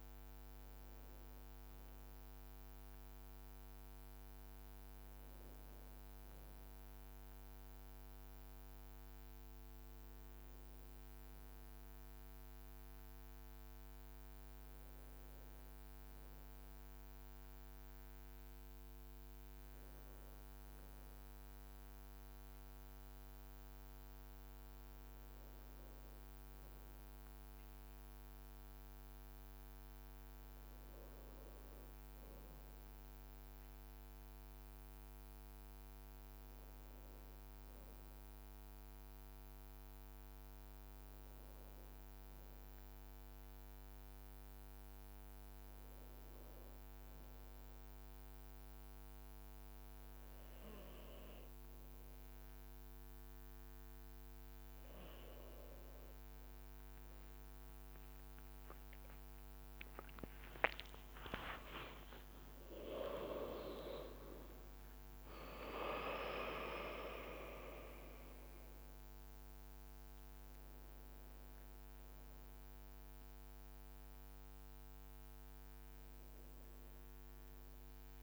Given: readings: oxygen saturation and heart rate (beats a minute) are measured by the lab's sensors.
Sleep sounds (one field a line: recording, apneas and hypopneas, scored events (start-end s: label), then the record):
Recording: breathing in sleep by a microphone on the trachea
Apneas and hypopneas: 1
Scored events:
29.50-34.00 s: arousal
38.00-52.50 s: hypopnea (oxygen 98% before, 93% lowest, heart rate 54 before, 55 extreme, up 3 after)
55.00-59.50 s: arousal
59.00-65.50 s: leg movement (device-marked)
61.00-63.00 s: long interval between heartbeats (device-marked, heart rate 56 before, 69 extreme)
From the record:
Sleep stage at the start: N1 (lightest sleep)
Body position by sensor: on the back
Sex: male